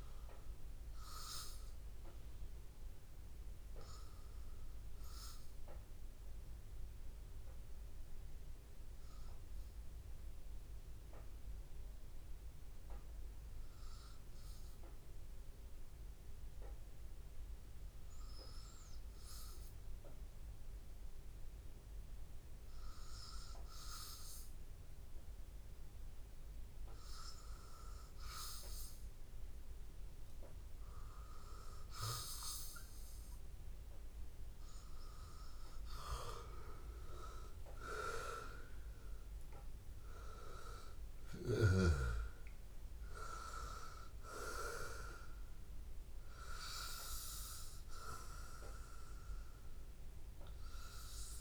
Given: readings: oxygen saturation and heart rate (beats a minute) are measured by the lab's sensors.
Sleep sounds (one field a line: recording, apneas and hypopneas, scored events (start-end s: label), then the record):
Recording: breathing in sleep by a room microphone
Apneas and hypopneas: 1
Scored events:
0.00-12.00 s: oxygen desaturation (device-marked, oxygen 94% lowest, heart rate 82 extreme)
1.50-36.00 s: hypopnea (oxygen 98% before, 91% lowest, heart rate 83 before, 82 extreme, up 3 after)
23.00-51.41 s: oxygen desaturation (device-marked, oxygen 98% before, 91% lowest, heart rate 83 before, 81 extreme)
37.50-41.50 s: arousal
From the record:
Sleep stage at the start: N2 (light sleep)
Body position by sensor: on the back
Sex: male